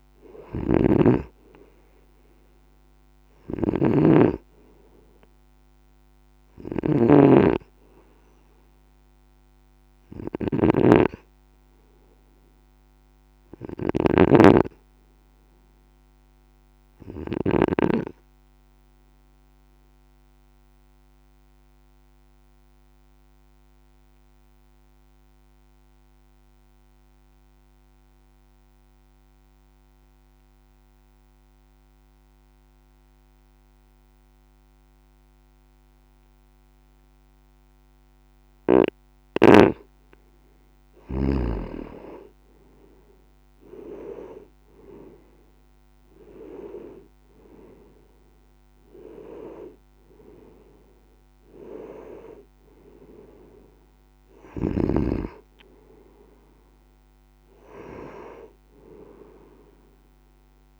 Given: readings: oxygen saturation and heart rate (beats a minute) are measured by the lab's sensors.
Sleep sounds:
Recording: breathing in sleep by a microphone on the trachea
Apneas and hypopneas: 1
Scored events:
0.00-17.50 s: snoring (device-marked)
12.00-15.50 s: arousal
19.00-40.00 s: obstructive apnea (oxygen 97% before, 89% lowest, heart rate 54 before, 53 extreme, up 9 after)
41.50-45.00 s: arousal
From the record:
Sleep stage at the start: N2 (light sleep)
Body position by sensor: on the right side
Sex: male

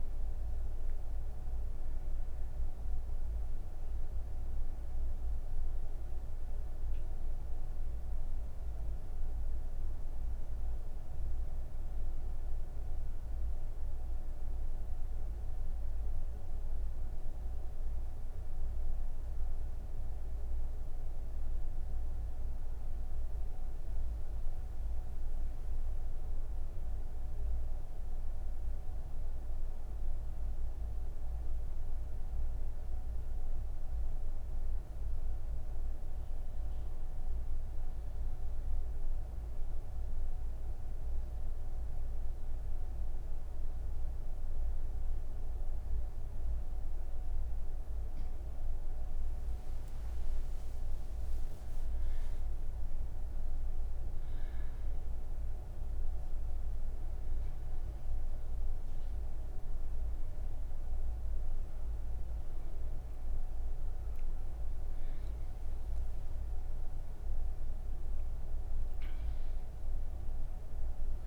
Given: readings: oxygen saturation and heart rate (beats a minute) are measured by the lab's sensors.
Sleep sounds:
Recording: breathing in sleep, hard to hear, by a room microphone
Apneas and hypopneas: none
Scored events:
7.00-29.00 s: oxygen desaturation (device-marked, oxygen 96% before, 88% lowest)
From the record:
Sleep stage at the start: N1 (lightest sleep)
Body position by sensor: on the right side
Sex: female

